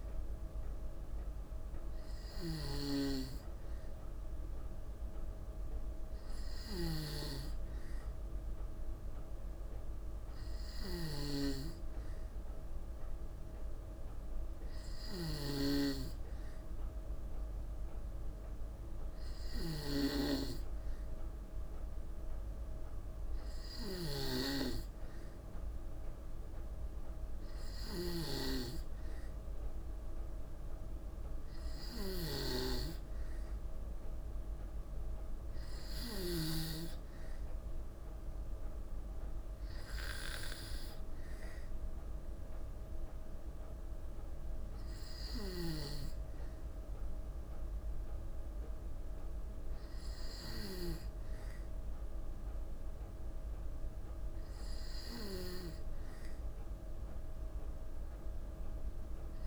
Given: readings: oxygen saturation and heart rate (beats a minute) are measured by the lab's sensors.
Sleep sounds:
breathing in sleep by a room microphone; none
0.00-36.00 s: snoring (device-marked)
45.00-59.47 s: snoring (device-marked)
From the record:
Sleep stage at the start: N2 (light sleep); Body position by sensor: on the back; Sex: female

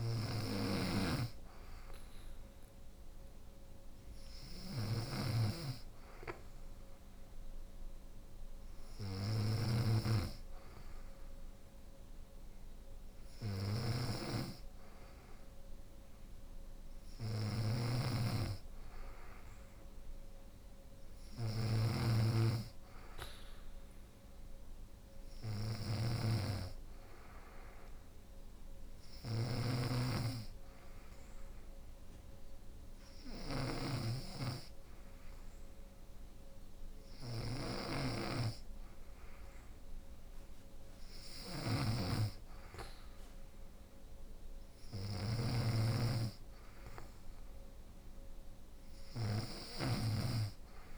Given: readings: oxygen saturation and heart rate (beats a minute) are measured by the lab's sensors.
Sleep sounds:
breathing in sleep by a room microphone; none
0.00-50.97 s: snoring (device-marked)
From the record:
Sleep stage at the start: N2 (light sleep); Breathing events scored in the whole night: 125 in 4.8 hours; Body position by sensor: on the right side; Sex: female

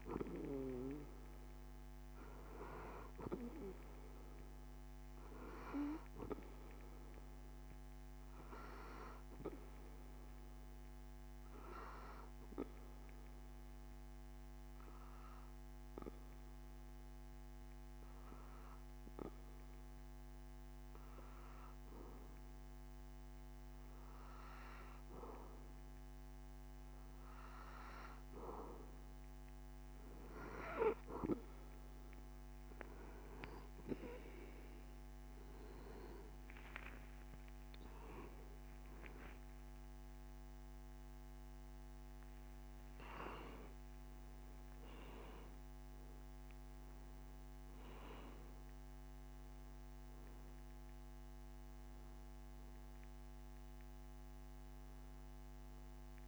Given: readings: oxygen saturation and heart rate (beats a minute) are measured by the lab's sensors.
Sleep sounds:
breathing in sleep by a microphone on the trachea; 1
0.00-19.50 s: oxygen desaturation (device-marked, oxygen 92% lowest)
12.50-27.50 s: hypopnea (oxygen 96% before, 91% lowest)
37.00-42.00 s: arousal
From the record:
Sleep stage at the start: N2 (light sleep); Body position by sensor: on the back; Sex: male

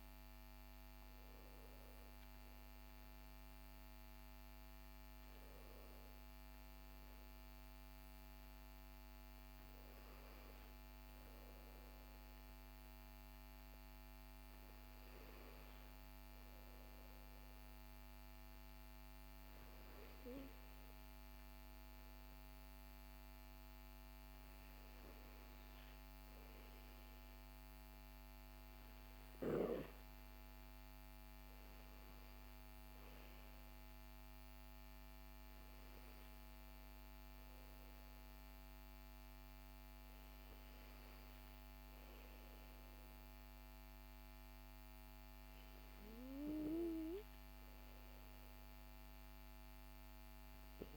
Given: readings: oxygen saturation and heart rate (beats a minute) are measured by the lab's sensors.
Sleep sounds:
breathing in sleep, hard to hear, by a microphone on the trachea; none
none scored
From the record:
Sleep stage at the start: REM sleep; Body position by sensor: on the back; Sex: male

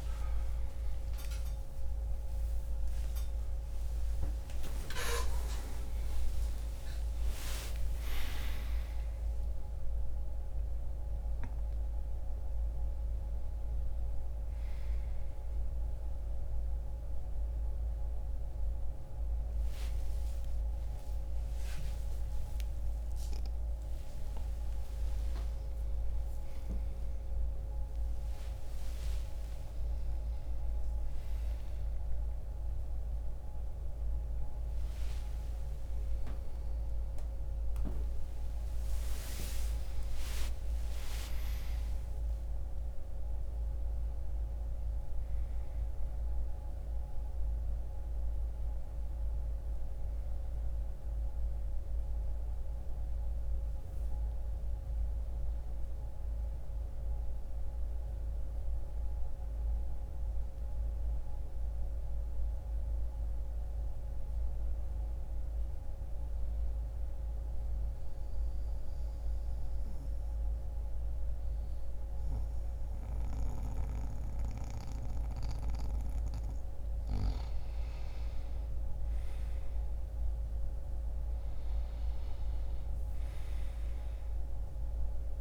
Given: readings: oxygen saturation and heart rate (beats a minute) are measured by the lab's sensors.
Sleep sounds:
a person partly awake in a sleep study, by a room microphone; 1
0.00-1.50 s: oxygen desaturation (device-marked, oxygen 90% lowest)
17.50-29.50 s: oxygen desaturation (device-marked, oxygen 91% before, 86% lowest, heart rate 104 before, 39 extreme)
35.50-85.41 s: new sleep stage, N1 (lightest sleep)
44.50-58.50 s: oxygen desaturation (device-marked, oxygen 99% before, 95% lowest, heart rate 64 before, 65 extreme)
65.50-76.50 s: mixed apnea (oxygen 99% before, 89% lowest, heart rate 68 before, 56 extreme, up 2 after)
72.50-85.41 s: oxygen desaturation (device-marked, oxygen 96% before, 89% lowest, heart rate 68 before, 36 extreme)
78.50-83.00 s: arousal
From the record:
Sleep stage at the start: awake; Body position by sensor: on the back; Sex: male

